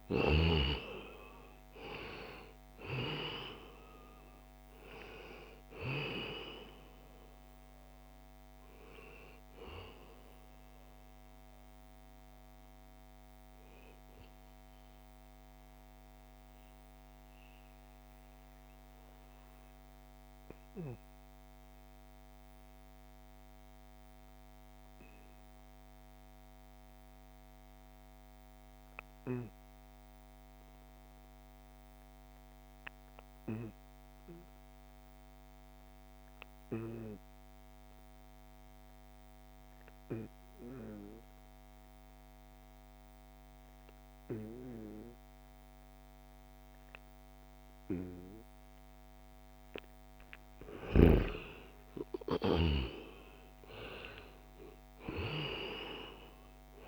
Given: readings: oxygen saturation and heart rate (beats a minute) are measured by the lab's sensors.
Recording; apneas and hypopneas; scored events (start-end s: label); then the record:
breathing in sleep by a microphone on the trachea; 1
0.00-25.50 s: oxygen desaturation (device-marked, oxygen 85% lowest, heart rate 61 extreme)
14.50-47.50 s: obstructive apnea (oxygen 94% before, 84% lowest, heart rate 74 before, 61 extreme, up 9 after)
42.50-56.87 s: oxygen desaturation (device-marked, oxygen 97% before, 84% lowest, heart rate 67 before, 62 extreme)
49.50-54.00 s: arousal
From the record:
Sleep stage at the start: N2 (light sleep); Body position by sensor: on the back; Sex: male